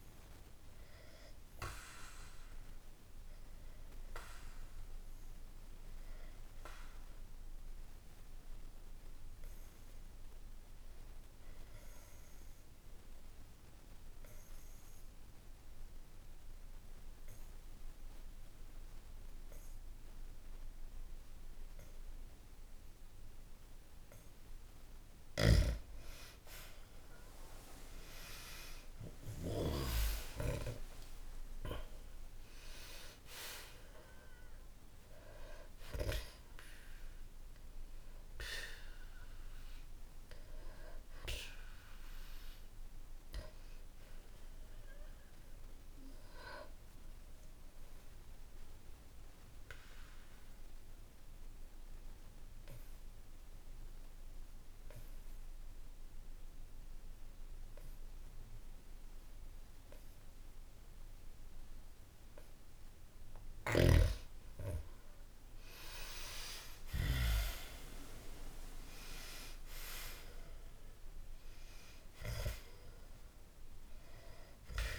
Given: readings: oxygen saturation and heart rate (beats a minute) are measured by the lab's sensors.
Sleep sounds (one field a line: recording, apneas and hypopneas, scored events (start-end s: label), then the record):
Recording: breathing in sleep by a room microphone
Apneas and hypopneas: 2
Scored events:
2.50-24.50 s: obstructive apnea (oxygen 98% before, 92% lowest, heart rate 62 before, 61 extreme, up 1 after)
7.50-19.50 s: oxygen desaturation (device-marked, oxygen 97% before, 93% lowest, heart rate 62 before, 61 extreme)
27.50-32.00 s: arousal
33.50-56.50 s: oxygen desaturation (device-marked, oxygen 98% before, 92% lowest, heart rate 62 before, 55 extreme)
47.00-64.00 s: obstructive apnea (oxygen 98% before, 92% lowest, heart rate 64 before, 55 extreme, up 6 after)
66.50-71.00 s: arousal
72.50-74.99 s: oxygen desaturation (device-marked, oxygen 98% before, 92% lowest, heart rate 60 before, 55 extreme)
From the record:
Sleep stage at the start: N2 (light sleep)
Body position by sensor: on the back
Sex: male